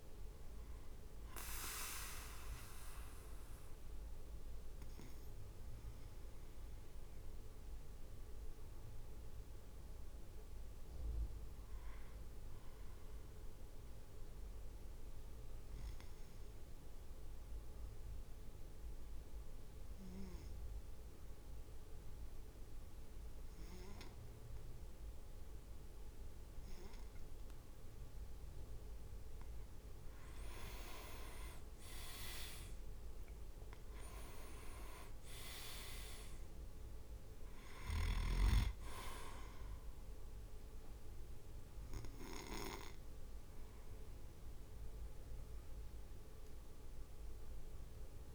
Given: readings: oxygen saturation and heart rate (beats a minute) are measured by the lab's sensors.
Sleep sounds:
breathing in sleep by a room microphone; 1
14.50-28.50 s: obstructive apnea (oxygen 98% before, 95% lowest, heart rate 55 before, 51 extreme, up 8 after)
30.50-35.50 s: arousal
31.00-32.50 s: leg movement (device-marked)
32.00-42.00 s: drop in pulse transit time (device-marked, heart rate 55 before, 55 extreme)
35.00-36.50 s: leg movement (device-marked)
From the record:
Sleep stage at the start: N2 (light sleep); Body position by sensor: on the back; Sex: male

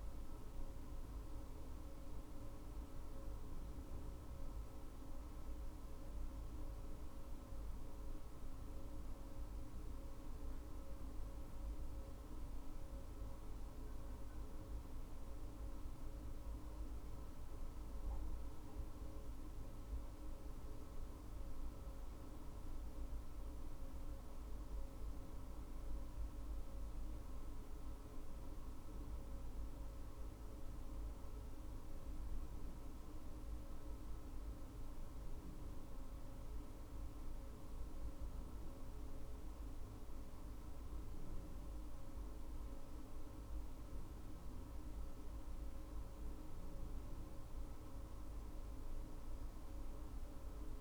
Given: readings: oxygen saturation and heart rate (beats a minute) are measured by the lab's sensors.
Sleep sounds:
breathing in sleep, hard to hear, by a room microphone; none
none scored
From the record:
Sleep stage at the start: N2 (light sleep); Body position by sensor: on the right side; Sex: female

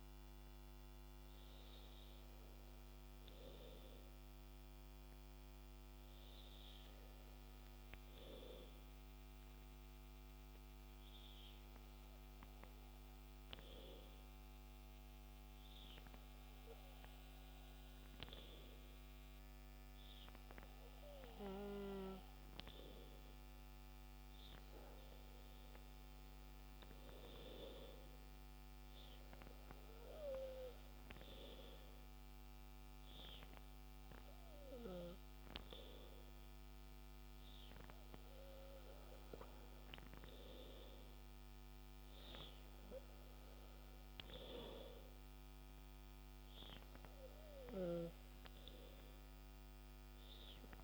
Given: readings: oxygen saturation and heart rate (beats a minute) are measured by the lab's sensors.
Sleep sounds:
breathing in sleep by a microphone on the trachea; 1
7.00-21.00 s: hypopnea (oxygen 97% before, 95% lowest, heart rate 70 before, 63 extreme, up 9 after)
24.50-28.50 s: arousal
From the record:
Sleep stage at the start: N2 (light sleep); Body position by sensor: on the back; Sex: male

